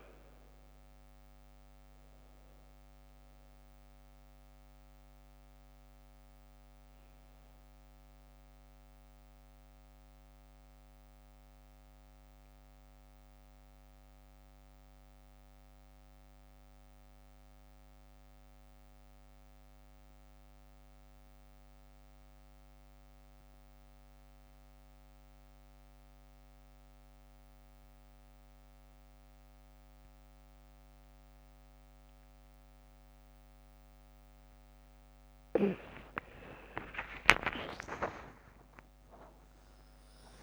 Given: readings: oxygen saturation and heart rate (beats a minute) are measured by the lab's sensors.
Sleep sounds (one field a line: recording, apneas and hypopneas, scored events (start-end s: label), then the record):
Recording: breathing in sleep by a microphone on the trachea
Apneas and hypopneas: 1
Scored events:
0.00-19.00 s: oxygen desaturation (device-marked, oxygen 87% lowest, heart rate 50 extreme)
9.50-35.50 s: mixed apnea (oxygen 98% before, 87% lowest, heart rate 59 before, 50 extreme, up 8 after)
33.00-40.42 s: oxygen desaturation (device-marked, oxygen 100% before, 88% lowest, heart rate 52 before, 50 extreme)
36.50-40.42 s: arousal
From the record:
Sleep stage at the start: N2 (light sleep)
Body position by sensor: on the back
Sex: female